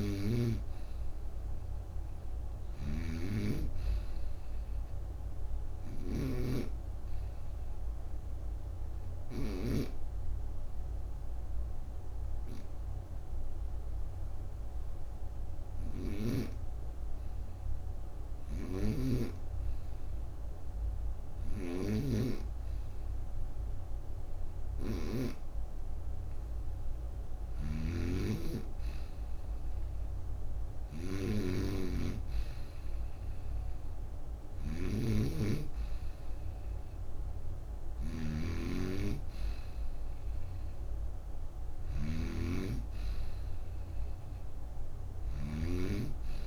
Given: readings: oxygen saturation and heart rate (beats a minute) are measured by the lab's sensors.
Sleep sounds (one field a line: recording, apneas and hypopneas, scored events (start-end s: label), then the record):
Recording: breathing in sleep by a room microphone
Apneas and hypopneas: 1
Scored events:
0.00-9.50 s: snoring (device-marked)
6.00-26.00 s: hypopnea (oxygen 94% before, 91% lowest, heart rate 62 before, 30 extreme, up 9 after)
15.50-19.00 s: snoring (device-marked)
21.00-25.00 s: snoring (device-marked)
27.00-46.47 s: snoring (device-marked)
28.50-32.50 s: arousal
From the record:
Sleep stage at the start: N2 (light sleep)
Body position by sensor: on the right side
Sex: female